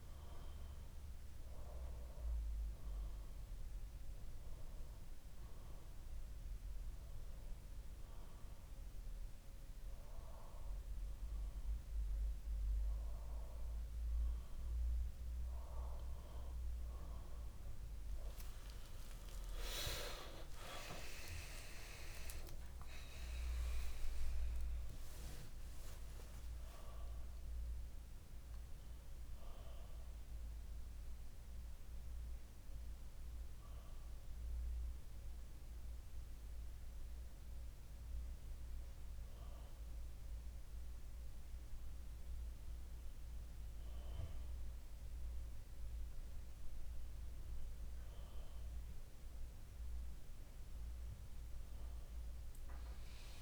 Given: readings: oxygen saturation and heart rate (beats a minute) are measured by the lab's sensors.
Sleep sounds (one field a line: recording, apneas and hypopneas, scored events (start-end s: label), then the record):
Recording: breathing in sleep by a room microphone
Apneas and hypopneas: 1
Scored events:
4.50-15.50 s: obstructive apnea (oxygen 95% before, 93% lowest, heart rate 62 before, 61 extreme, up 14 after)
20.00-24.00 s: arousal
23.50-25.50 s: long interval between heartbeats (device-marked, heart rate 64 before, 86 extreme)
From the record:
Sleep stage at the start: N2 (light sleep)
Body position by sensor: on the back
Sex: male